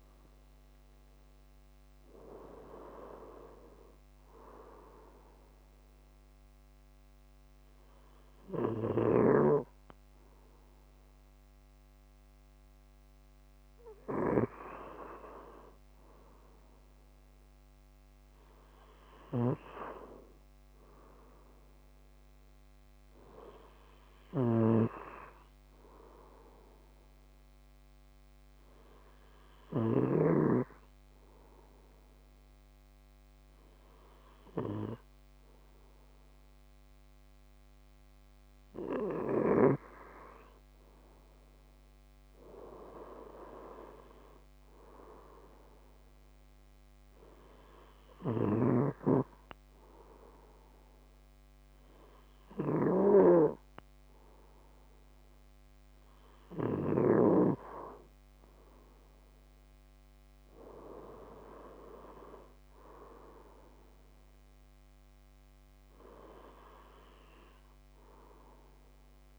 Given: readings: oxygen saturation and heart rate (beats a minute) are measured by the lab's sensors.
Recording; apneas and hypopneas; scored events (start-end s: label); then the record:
breathing in sleep by a microphone on the trachea; none
23.50-29.50 s: snoring (device-marked)
43.50-49.00 s: arousal
47.50-56.50 s: snoring (device-marked)
From the record:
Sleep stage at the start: N2 (light sleep); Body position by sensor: on the left side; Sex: male